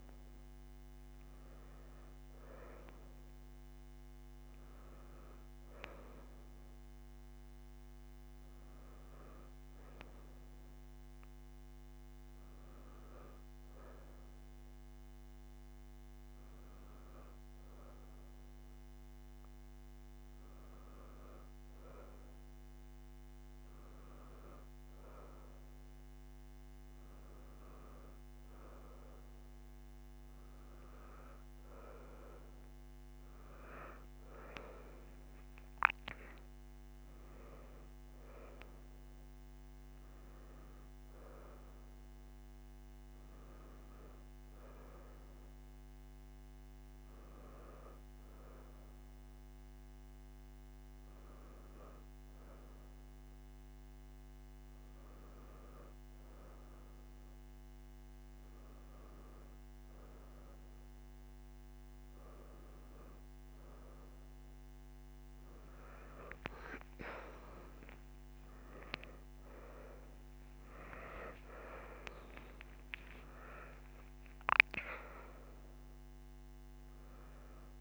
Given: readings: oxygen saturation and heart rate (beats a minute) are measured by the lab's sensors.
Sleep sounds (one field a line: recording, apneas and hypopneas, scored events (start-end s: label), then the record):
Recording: breathing in sleep by a microphone on the trachea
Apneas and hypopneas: none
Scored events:
0.00-13.00 s: oxygen desaturation (device-marked, oxygen 92% lowest)
28.00-46.00 s: oxygen desaturation (device-marked, oxygen 97% before, 93% lowest)
69.00-73.00 s: arousal
From the record:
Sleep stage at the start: N1 (lightest sleep)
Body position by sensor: on the back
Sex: female